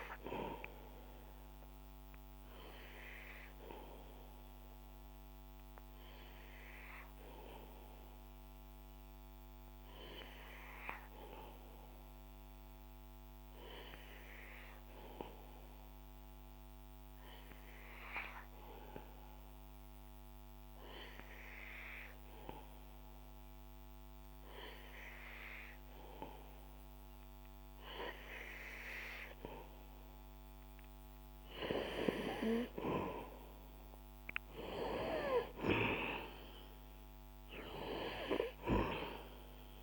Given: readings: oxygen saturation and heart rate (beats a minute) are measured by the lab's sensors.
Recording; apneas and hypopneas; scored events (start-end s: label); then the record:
breathing in sleep by a microphone on the trachea; 1
0.00-18.00 s: oxygen desaturation (device-marked, oxygen 91% lowest, heart rate 61 extreme)
3.00-27.50 s: obstructive apnea (oxygen 98% before, 91% lowest, heart rate 64 before, 61 extreme, up 5 after)
32.00-36.50 s: arousal
37.00-39.83 s: oxygen desaturation (device-marked, oxygen 94% before, 91% lowest, heart rate 63 before, 61 extreme)
From the record:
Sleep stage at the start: N2 (light sleep); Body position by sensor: on the back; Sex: male